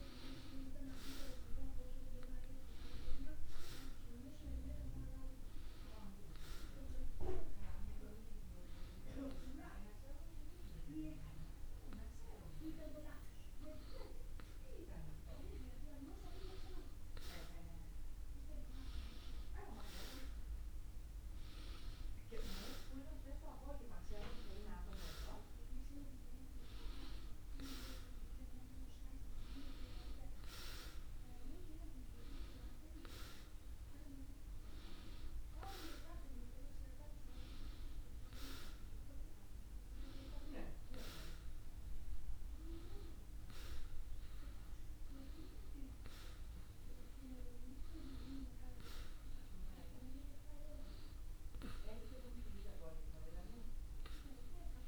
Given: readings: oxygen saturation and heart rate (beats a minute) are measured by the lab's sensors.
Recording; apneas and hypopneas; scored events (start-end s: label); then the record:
a person awake in a sleep study, by a room microphone; none
none scored
From the record:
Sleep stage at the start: awake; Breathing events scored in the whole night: 244 in 3.0 hours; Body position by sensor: on the back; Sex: male